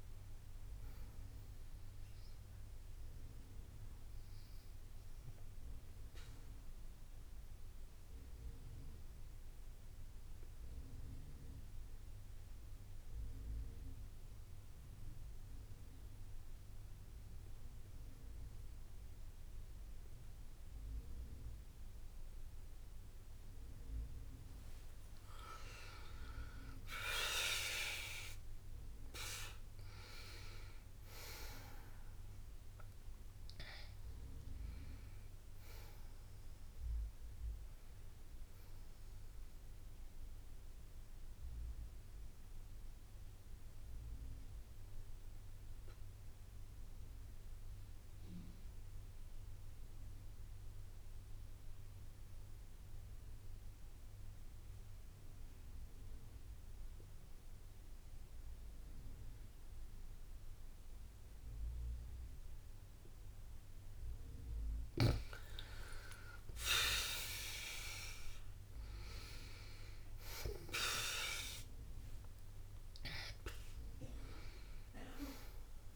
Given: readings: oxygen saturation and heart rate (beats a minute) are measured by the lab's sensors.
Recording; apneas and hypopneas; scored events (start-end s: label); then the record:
breathing in sleep by a room microphone; 2
3.50-15.50 s: bradycardia (device-marked, heart rate 64 before, 59 extreme)
3.50-23.00 s: mixed apnea (oxygen 99% before, 92% lowest, heart rate 61 before, 58 extreme, up 7 after)
10.50-75.96 s: new sleep stage, N2 (light sleep)
25.50-30.00 s: arousal
25.50-49.50 s: oxygen desaturation (device-marked, oxygen 98% before, 92% lowest, heart rate 60 before, 58 extreme)
27.50-40.50 s: drop in pulse transit time (device-marked, heart rate 60 before, 64 extreme)
39.00-64.50 s: obstructive apnea (oxygen 98% before, 92% lowest, heart rate 64 before, 58 extreme, up 6 after)
41.50-45.50 s: bradycardia (device-marked, heart rate 62 before, 59 extreme)
58.50-65.50 s: bradycardia (device-marked, heart rate 62 before, 58 extreme)
64.50-75.96 s: oxygen desaturation (device-marked, oxygen 98% before, 92% lowest, heart rate 60 before, 58 extreme)
66.50-72.00 s: arousal
69.50-75.96 s: drop in pulse transit time (device-marked, heart rate 60 before, 61 extreme)
From the record:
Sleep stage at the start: N1 (lightest sleep); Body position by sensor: on the back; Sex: female